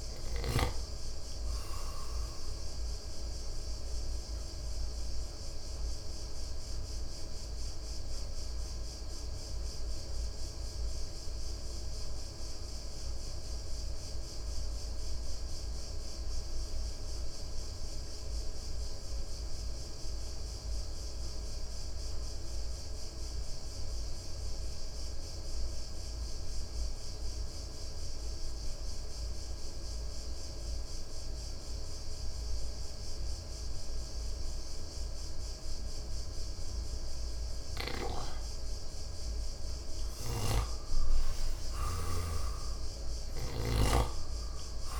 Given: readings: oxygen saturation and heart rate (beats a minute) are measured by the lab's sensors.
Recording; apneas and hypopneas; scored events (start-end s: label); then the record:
breathing in sleep by a room microphone; 1
0.00-17.00 s: oxygen desaturation (device-marked, oxygen 83% lowest, heart rate 56 extreme)
3.50-40.50 s: mixed apnea (oxygen 95% before, 83% lowest, heart rate 64 before, 56 extreme, up 6 after)
31.00-45.00 s: oxygen desaturation (device-marked, oxygen 99% before, 88% lowest, heart rate 57 before, 56 extreme)
38.00-45.00 s: snoring (device-marked)
42.50-45.00 s: arousal
From the record:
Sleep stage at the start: N2 (light sleep); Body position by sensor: on the right side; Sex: male